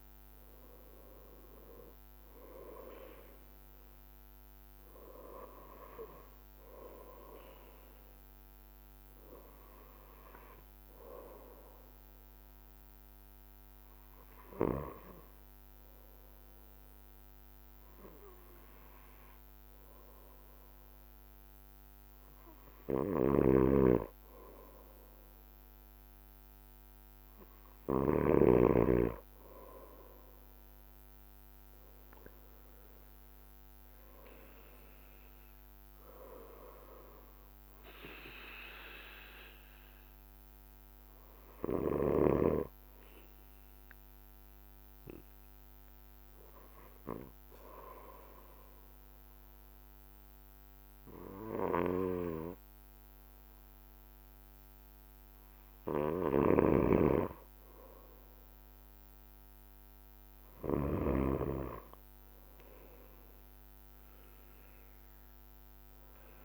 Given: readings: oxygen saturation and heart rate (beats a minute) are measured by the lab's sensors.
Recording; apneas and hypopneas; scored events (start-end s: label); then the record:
breathing in sleep by a microphone on the trachea; 2
0.00-66.45 s: bradycardia (device-marked)
9.50-22.50 s: hypopnea (oxygen 93% before, 91% lowest, heart rate 55 before, 52 extreme, up 2 after)
27.00-31.00 s: arousal
44.00-55.50 s: hypopnea (oxygen 93% before, 91% lowest, heart rate 54 before, 53 extreme, up 1 after)
58.00-61.00 s: arousal
From the record:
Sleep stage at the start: N2 (light sleep); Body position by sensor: on the back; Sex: male